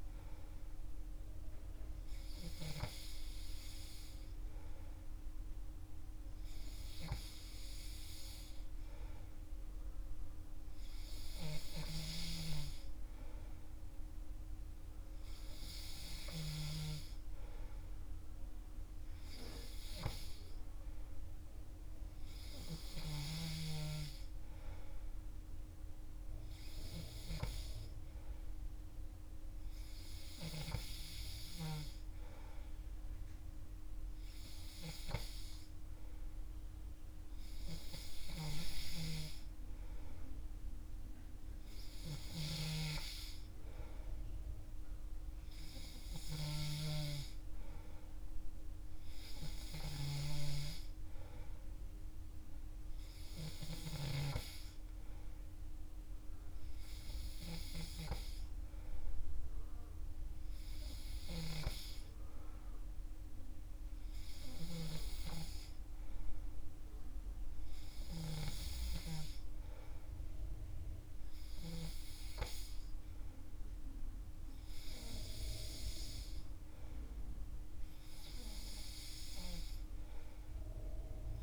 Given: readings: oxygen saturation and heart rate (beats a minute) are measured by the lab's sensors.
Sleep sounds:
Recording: breathing in sleep by a room microphone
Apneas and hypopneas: none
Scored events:
none scored
From the record:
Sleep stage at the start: N3 (deep sleep)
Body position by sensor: on the back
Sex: male

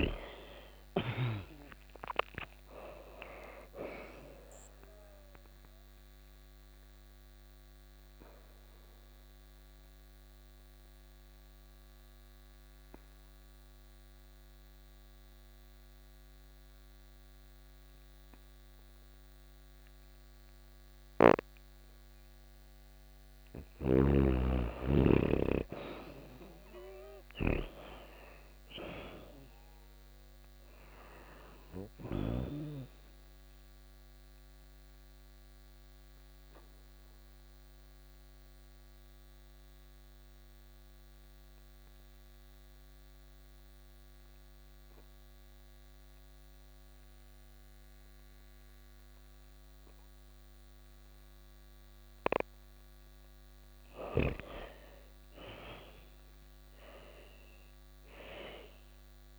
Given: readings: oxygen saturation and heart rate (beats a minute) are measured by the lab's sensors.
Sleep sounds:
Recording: breathing in sleep by a microphone on the trachea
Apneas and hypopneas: 2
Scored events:
0.00-1.50 s: arousal
3.50-19.50 s: oxygen desaturation (device-marked, oxygen 98% before, 86% lowest, heart rate 86 before, 82 extreme)
4.50-21.50 s: obstructive apnea (oxygen 99% before, 85% lowest, heart rate 86 before, 82 extreme, up 8 after)
22.50-31.50 s: snoring (device-marked)
23.50-27.50 s: arousal
30.50-43.50 s: oxygen desaturation (device-marked, oxygen 99% before, 88% lowest, heart rate 85 before, 84 extreme)
32.00-52.00 s: mixed apnea (oxygen 99% before, 85% lowest, heart rate 86 before, 84 extreme, up 7 after)
50.50-59.39 s: oxygen desaturation (device-marked, oxygen 99% before, 85% lowest, heart rate 86 before, 86 extreme)
54.00-58.00 s: arousal
From the record:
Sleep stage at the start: N2 (light sleep)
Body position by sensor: on the back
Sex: female

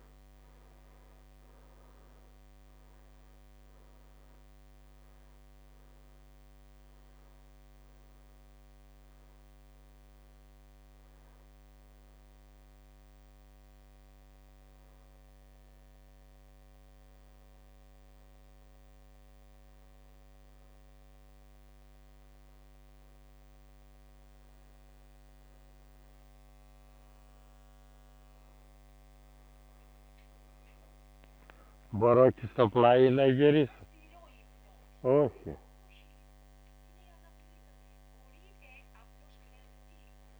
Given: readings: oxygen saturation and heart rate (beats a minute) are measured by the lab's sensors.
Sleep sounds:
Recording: a person awake in a sleep study, by a microphone on the trachea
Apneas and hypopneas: none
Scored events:
32.00-35.50 s: snoring (device-marked)
33.50-35.50 s: long interval between heartbeats (device-marked, heart rate 50 before, 59 extreme)
From the record:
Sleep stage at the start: awake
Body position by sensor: on the back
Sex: male

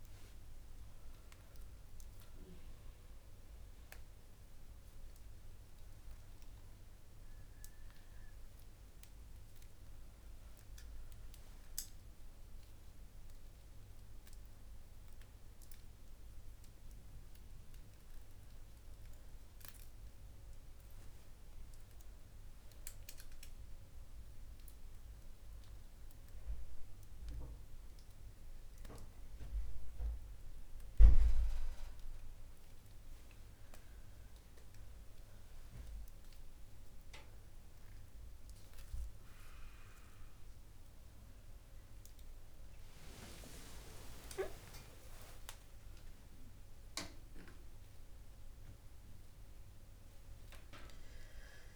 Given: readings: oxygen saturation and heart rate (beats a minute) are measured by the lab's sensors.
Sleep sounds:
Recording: a person awake in a sleep study, by a room microphone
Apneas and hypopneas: none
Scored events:
none scored
From the record:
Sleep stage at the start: awake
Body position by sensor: on the back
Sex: female

